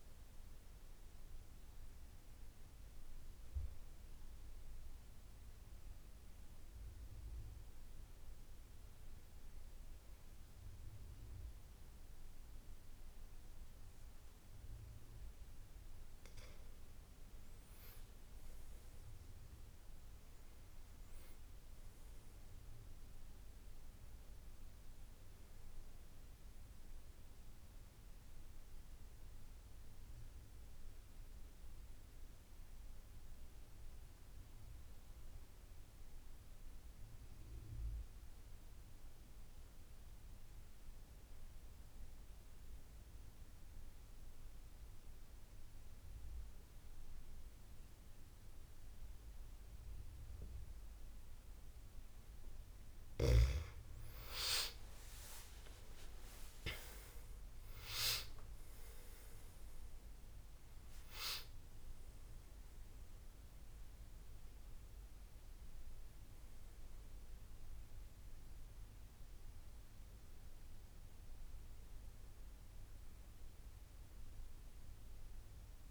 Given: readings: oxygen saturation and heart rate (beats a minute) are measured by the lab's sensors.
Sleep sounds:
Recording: breathing in sleep, hard to hear, by a room microphone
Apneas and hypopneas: 2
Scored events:
4.50-16.50 s: central apnea (oxygen 98% before, 85% lowest, heart rate 75 before, 72 extreme, up 12 after)
18.00-24.00 s: arousal
19.00-40.00 s: oxygen desaturation (device-marked, oxygen 96% before, 90% lowest, heart rate 81 before, 72 extreme)
30.00-51.50 s: mixed apnea (oxygen 98% before, 85% lowest, heart rate 84 before, 72 extreme, up 27 after)
54.00-75.91 s: oxygen desaturation (device-marked, oxygen 96% before, 85% lowest, heart rate 77 before, 75 extreme)
54.50-60.00 s: arousal
From the record:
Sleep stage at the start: N2 (light sleep)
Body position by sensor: on the back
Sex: male

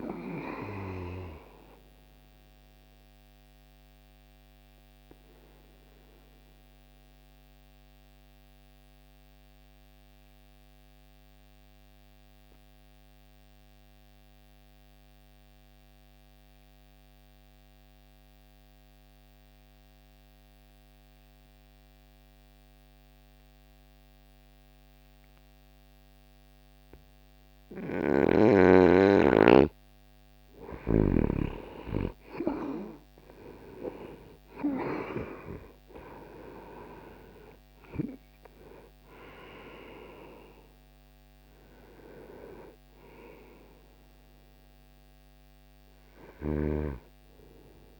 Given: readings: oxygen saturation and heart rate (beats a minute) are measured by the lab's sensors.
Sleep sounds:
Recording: breathing in sleep by a microphone on the trachea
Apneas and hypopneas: 1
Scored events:
0.00-23.00 s: oxygen desaturation (device-marked, oxygen 83% lowest)
1.50-28.50 s: obstructive apnea (oxygen 99% before, 82% lowest)
30.50-35.50 s: arousal
33.00-48.00 s: oxygen desaturation (device-marked, oxygen 98% before, 82% lowest)
From the record:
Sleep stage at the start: N2 (light sleep)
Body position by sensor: on the back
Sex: male

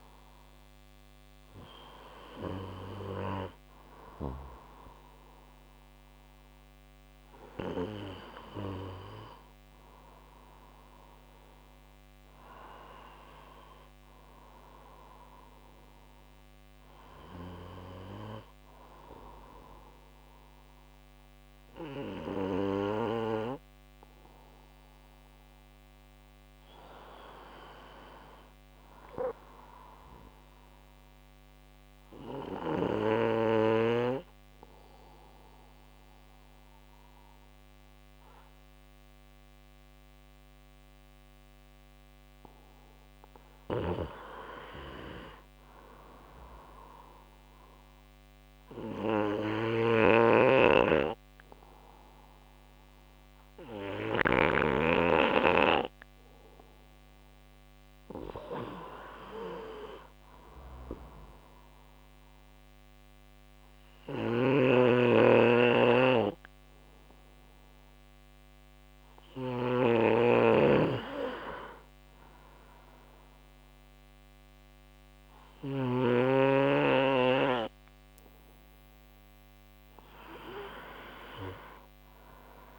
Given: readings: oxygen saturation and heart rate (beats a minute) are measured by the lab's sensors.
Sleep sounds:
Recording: breathing in sleep by a microphone on the trachea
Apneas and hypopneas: 1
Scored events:
11.50-15.50 s: arousal
32.50-45.00 s: obstructive apnea (oxygen 95% before, 91% lowest, heart rate 66 before, 66 extreme, up 3 after)
44.00-55.00 s: snoring (device-marked)
47.00-51.00 s: arousal
64.50-76.50 s: oxygen desaturation (device-marked, oxygen 94% before, 91% lowest, heart rate 69 before, 67 extreme)
64.50-76.50 s: snoring (device-marked)
77.50-81.50 s: arousal
From the record:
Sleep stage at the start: N2 (light sleep)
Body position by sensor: on the right side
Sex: male

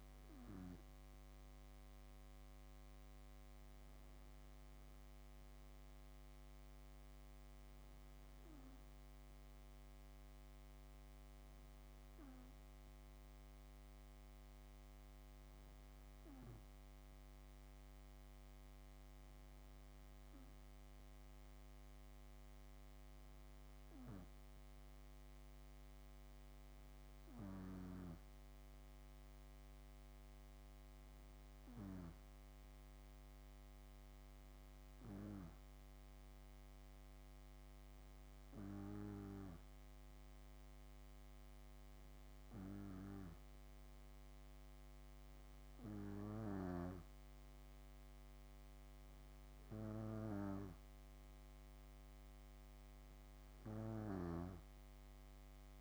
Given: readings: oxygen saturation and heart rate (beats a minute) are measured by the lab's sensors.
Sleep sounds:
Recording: breathing in sleep by a microphone on the trachea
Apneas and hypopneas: none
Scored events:
54.00-55.81 s: snoring (device-marked)
From the record:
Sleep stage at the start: N2 (light sleep)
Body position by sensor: on the back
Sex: female

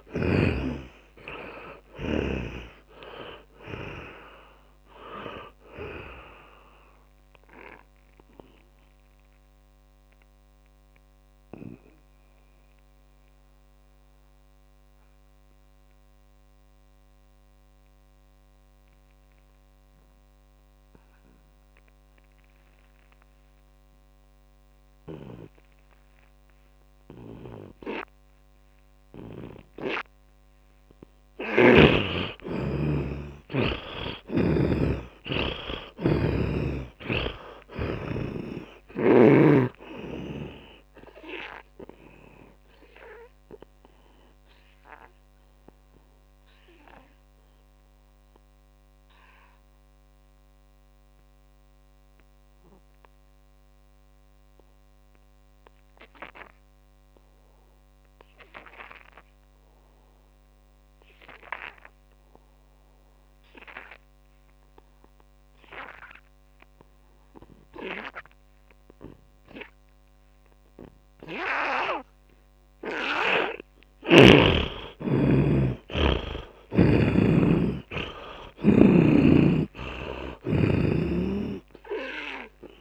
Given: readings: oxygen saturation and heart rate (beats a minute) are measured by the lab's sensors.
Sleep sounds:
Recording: breathing in sleep by a microphone on the trachea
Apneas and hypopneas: 2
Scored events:
0.00-1.00 s: snoring (device-marked)
0.00-1.50 s: arousal
6.50-9.50 s: oxygen desaturation (device-marked, oxygen 100% before, 94% lowest)
7.50-31.00 s: mixed apnea (oxygen 100% before, 83% lowest)
11.50-26.50 s: oxygen desaturation (device-marked, oxygen 98% before, 85% lowest)
33.00-36.50 s: arousal
36.50-61.50 s: oxygen desaturation (device-marked, oxygen 100% before, 83% lowest)
42.50-73.50 s: obstructive apnea (oxygen 100% before, 80% lowest)
74.00-77.50 s: snoring (device-marked)
75.50-79.50 s: arousal
76.50-82.81 s: oxygen desaturation (device-marked, oxygen 98% before, 80% lowest)
From the record:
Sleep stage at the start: N2 (light sleep)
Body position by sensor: on the back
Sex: male

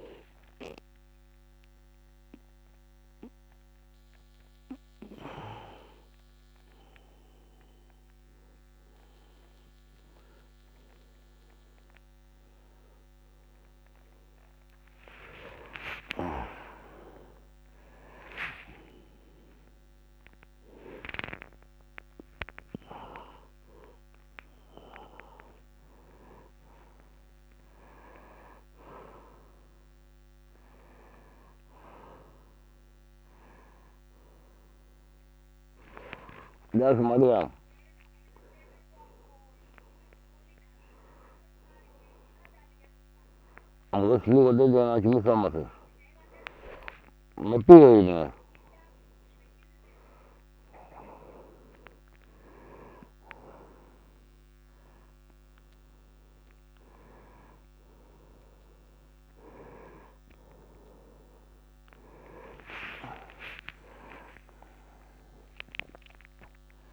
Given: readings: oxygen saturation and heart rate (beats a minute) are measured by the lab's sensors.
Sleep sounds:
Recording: a person awake in a sleep study, by a microphone on the trachea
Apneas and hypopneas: none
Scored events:
18.00-20.00 s: long interval between heartbeats (device-marked, heart rate 71 before, 79 extreme)
26.50-28.50 s: long interval between heartbeats (device-marked, heart rate 74 before, 81 extreme)
44.00-47.50 s: snoring (device-marked)
From the record:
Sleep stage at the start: awake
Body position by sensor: on the right side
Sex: male

